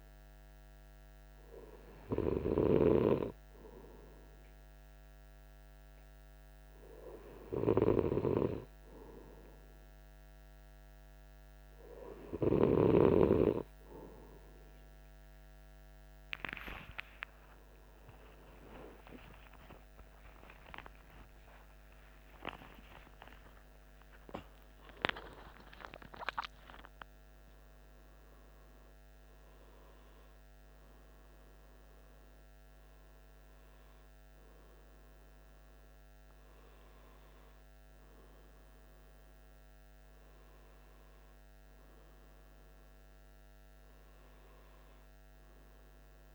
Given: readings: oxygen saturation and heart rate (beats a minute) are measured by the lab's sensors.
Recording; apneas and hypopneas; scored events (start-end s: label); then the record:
a person awake in a sleep study, by a microphone on the trachea; none
21.50-46.35 s: new sleep stage, awake
From the record:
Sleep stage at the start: N3 (deep sleep); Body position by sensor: on the back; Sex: male